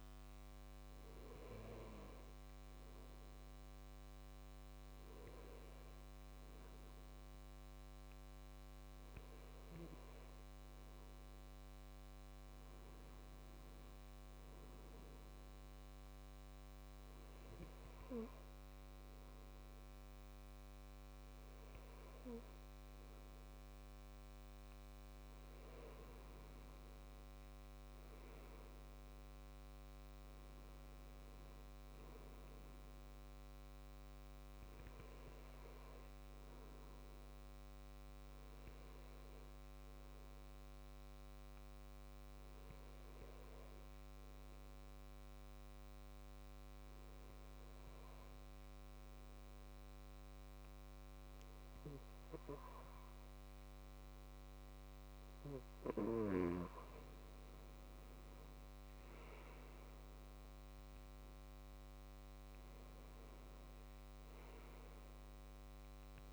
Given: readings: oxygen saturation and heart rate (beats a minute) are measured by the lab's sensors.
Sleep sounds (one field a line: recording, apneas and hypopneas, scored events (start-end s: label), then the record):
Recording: breathing in sleep, hard to hear, by a microphone on the trachea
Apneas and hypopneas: 2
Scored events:
14.50-26.00 s: hypopnea (oxygen 97% before, 94% lowest, heart rate 67 before, 64 extreme, up 9 after)
27.50-31.00 s: arousal
41.00-55.50 s: obstructive apnea (oxygen 98% before, 94% lowest, heart rate 67 before, 64 extreme, up 9 after)
57.00-60.50 s: arousal
59.00-66.33 s: new sleep stage, N1 (lightest sleep)
From the record:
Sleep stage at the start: N2 (light sleep)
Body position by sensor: on the back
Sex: male